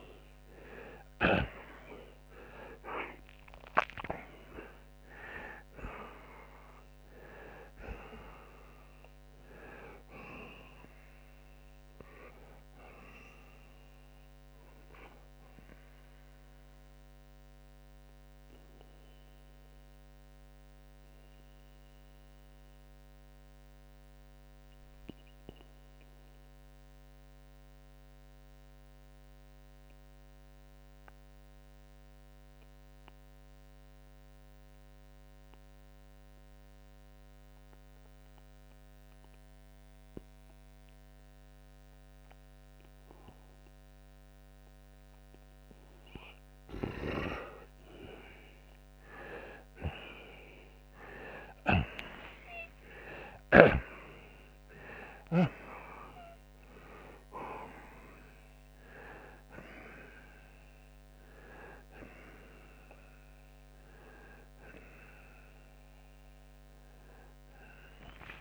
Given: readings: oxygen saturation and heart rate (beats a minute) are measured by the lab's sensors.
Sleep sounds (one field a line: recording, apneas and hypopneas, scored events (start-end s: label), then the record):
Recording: breathing in sleep by a microphone on the trachea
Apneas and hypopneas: 1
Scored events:
0.00-4.50 s: arousal
19.50-46.50 s: obstructive apnea (oxygen 94% before, 86% lowest, heart rate 107 before, 67 extreme)
28.00-43.00 s: oxygen desaturation (device-marked, oxygen 93% before, 87% lowest, heart rate 81 before, 67 extreme)
55.00-68.41 s: new sleep stage, awake
From the record:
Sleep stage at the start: N2 (light sleep)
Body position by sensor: on the right side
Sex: male